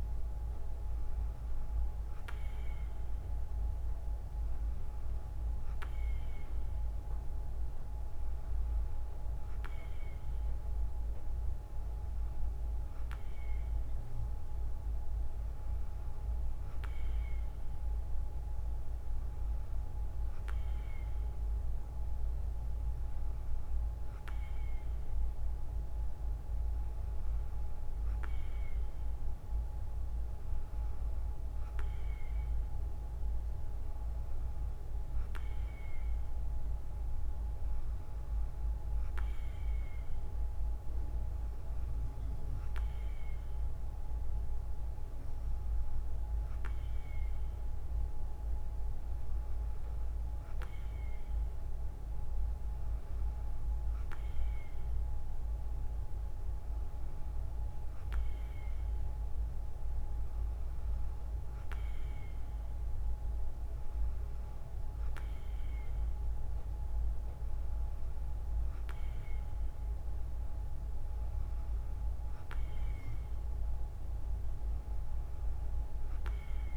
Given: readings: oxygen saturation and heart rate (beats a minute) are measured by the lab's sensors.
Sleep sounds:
breathing in sleep, hard to hear, by a room microphone; none
none scored
From the record:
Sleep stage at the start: N2 (light sleep); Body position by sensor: on the right side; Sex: female

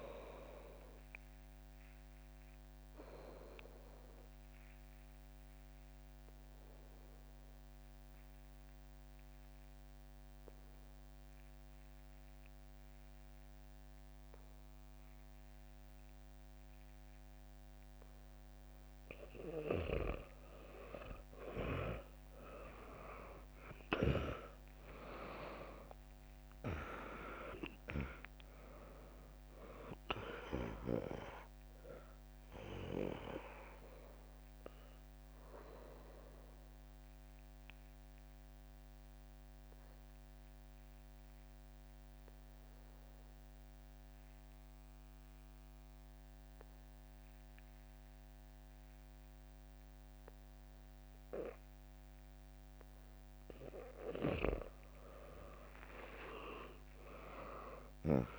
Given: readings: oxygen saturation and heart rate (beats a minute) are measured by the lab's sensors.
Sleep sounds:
breathing in sleep by a microphone on the trachea; 2
0.00-1.00 s: drop in pulse transit time (device-marked, heart rate 61 extreme)
1.50-19.00 s: obstructive apnea (oxygen 99% before, 95% lowest, heart rate 68 before, 61 extreme, up 1 after)
22.00-27.50 s: arousal
24.00-37.00 s: drop in pulse transit time (device-marked, heart rate 64 before, 62 extreme)
28.00-46.00 s: oxygen desaturation (device-marked, oxygen 99% before, 95% lowest, heart rate 64 before, 58 extreme)
34.50-53.00 s: obstructive apnea (oxygen 99% before, 95% lowest, heart rate 67 before, 58 extreme, up 0 after)
52.00-55.00 s: bradycardia (device-marked, heart rate 68 before, 60 extreme)
55.00-58.39 s: arousal
57.00-58.39 s: drop in pulse transit time (device-marked, heart rate 69 before, 59 extreme)
From the record:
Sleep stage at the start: N2 (light sleep); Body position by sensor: on the back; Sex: female

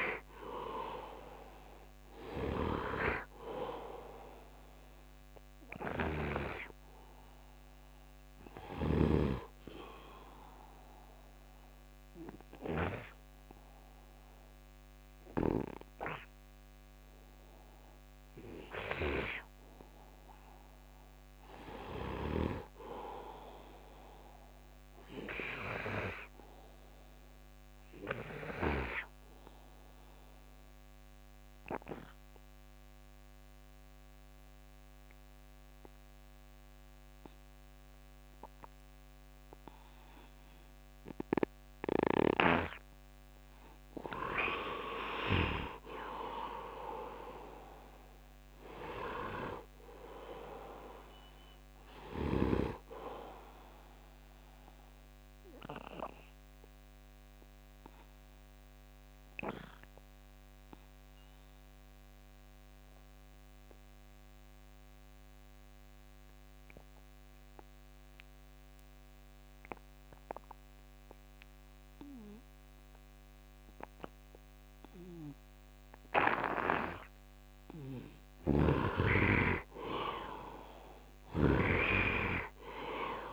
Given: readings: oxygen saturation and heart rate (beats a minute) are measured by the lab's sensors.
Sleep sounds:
breathing in sleep by a microphone on the trachea; 3
0.00-22.00 s: oxygen desaturation (device-marked, oxygen 85% lowest, heart rate 75 extreme)
2.50-9.00 s: snoring (device-marked)
9.50-19.50 s: obstructive apnea (oxygen 98% before, 85% lowest, heart rate 79 before, 75 extreme, up 4 after)
21.50-24.50 s: arousal
27.00-43.50 s: obstructive apnea (oxygen 98% before, 83% lowest, heart rate 78 before, 71 extreme, up 7 after)
45.00-49.50 s: arousal
46.00-73.00 s: oxygen desaturation (device-marked, oxygen 96% before, 85% lowest, heart rate 78 before, 71 extreme)
54.00-76.50 s: obstructive apnea (oxygen 98% before, 83% lowest, heart rate 79 before, 71 extreme, up 6 after)
78.50-82.00 s: arousal
81.00-83.33 s: oxygen desaturation (device-marked, oxygen 99% before, 83% lowest, heart rate 76 before, 73 extreme)
81.00-83.33 s: snoring (device-marked)
From the record:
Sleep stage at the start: N2 (light sleep); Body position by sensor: on the right side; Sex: male

